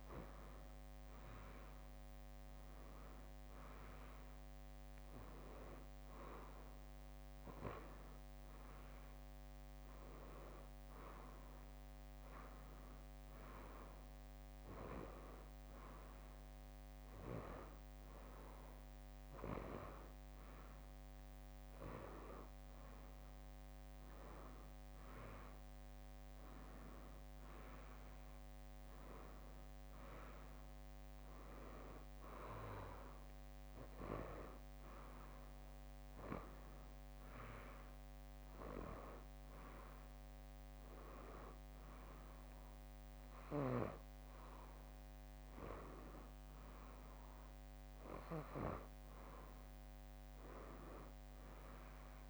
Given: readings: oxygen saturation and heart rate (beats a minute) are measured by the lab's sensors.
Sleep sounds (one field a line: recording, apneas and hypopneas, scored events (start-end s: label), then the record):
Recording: breathing in sleep by a microphone on the trachea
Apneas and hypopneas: none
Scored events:
0.00-5.50 s: leg movement (device-marked)
8.50-17.00 s: leg movement (device-marked)
19.00-28.50 s: leg movement (device-marked)
33.00-41.00 s: leg movement (device-marked)
From the record:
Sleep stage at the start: N2 (light sleep)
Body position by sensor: on the right side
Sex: female